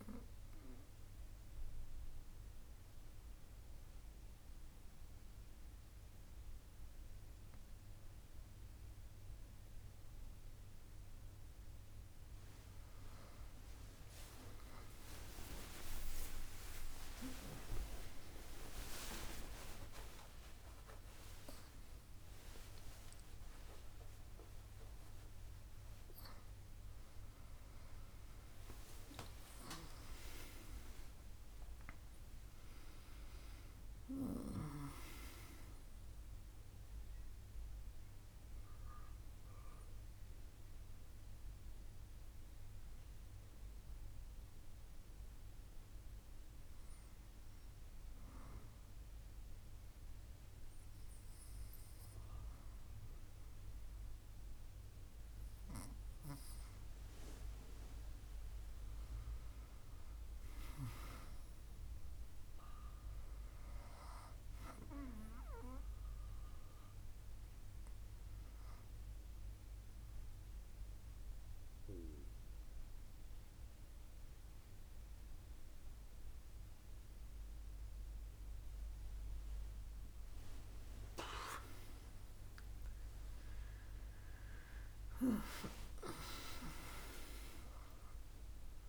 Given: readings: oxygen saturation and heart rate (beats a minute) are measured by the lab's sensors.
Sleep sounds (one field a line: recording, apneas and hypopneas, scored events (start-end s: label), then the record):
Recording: breathing in sleep by a room microphone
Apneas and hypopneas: 3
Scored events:
2.00-13.00 s: obstructive apnea (oxygen 99% before, 96% lowest, heart rate 71 before, 66 extreme)
17.00-24.00 s: arousal
40.50-56.00 s: obstructive apnea (oxygen 98% before, 94% lowest, heart rate 159 before, 65 extreme, up 5 after)
58.00-61.50 s: arousal
70.00-80.50 s: obstructive apnea (oxygen 99% before, 94% lowest, heart rate 71 before, 68 extreme, up 50 after)
73.00-86.00 s: oxygen desaturation (device-marked, oxygen 97% before, 94% lowest, heart rate 71 before, 68 extreme)
85.50-88.89 s: arousal
From the record:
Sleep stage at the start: N2 (light sleep)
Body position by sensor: on the back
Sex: female